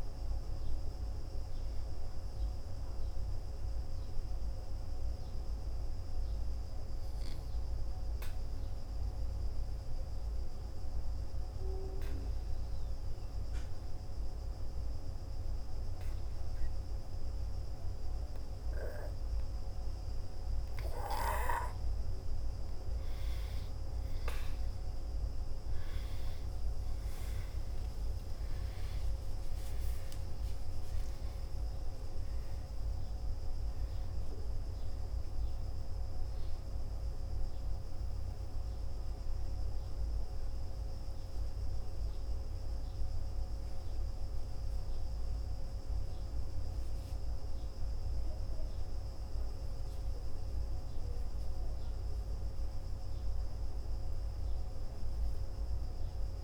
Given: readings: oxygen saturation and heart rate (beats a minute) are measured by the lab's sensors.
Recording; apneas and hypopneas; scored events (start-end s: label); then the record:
a person awake in a sleep study, hard to hear, by a room microphone; 1
0.00-17.00 s: oxygen desaturation (device-marked, oxygen 89% lowest, heart rate 49 extreme)
3.50-21.00 s: hypopnea (oxygen 96% before, 89% lowest, heart rate 65 before, 49 extreme)
16.00-56.43 s: new sleep stage, awake
34.00-56.43 s: oxygen desaturation (device-marked, oxygen 98% before, 91% lowest, heart rate 53 before, 59 extreme)
From the record:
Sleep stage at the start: N1 (lightest sleep); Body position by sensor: on the back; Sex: male